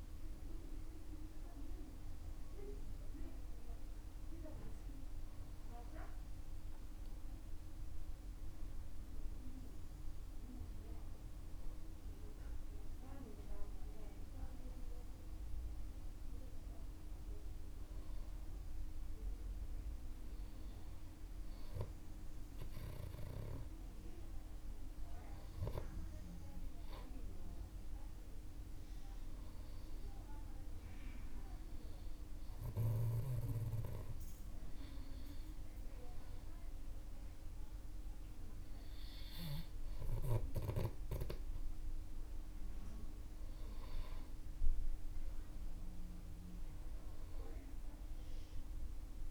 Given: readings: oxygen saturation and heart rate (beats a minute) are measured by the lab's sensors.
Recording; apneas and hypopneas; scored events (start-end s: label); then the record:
breathing in sleep by a room microphone; 1
9.50-49.31 s: new sleep stage, N2 (light sleep)
10.50-15.50 s: arousal
30.00-40.00 s: hypopnea (oxygen 96% before, 93% lowest, heart rate 62 before, 54 extreme, up 25 after)
44.50-49.31 s: arousal
From the record:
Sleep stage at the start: N1 (lightest sleep); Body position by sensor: on the back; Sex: male